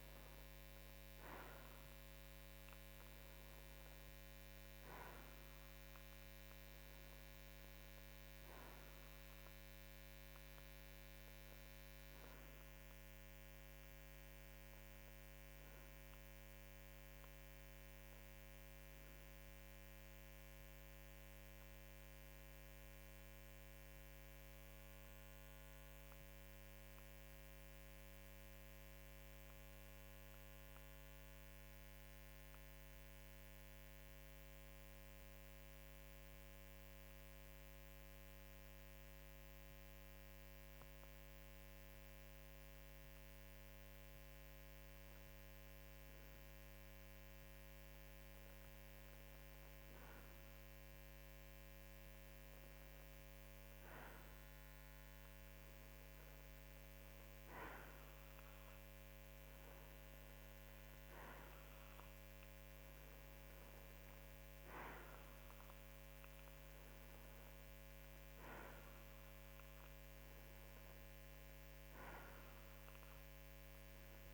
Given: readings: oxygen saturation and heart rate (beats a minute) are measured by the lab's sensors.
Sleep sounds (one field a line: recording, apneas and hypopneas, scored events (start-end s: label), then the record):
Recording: breathing in sleep, hard to hear, by a microphone on the trachea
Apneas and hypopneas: 1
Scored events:
22.00-46.00 s: obstructive apnea (oxygen 94% before, 92% lowest, heart rate 54 before, 52 extreme, up 0 after)
48.50-52.00 s: arousal
From the record:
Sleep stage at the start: N2 (light sleep)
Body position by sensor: on the right side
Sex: male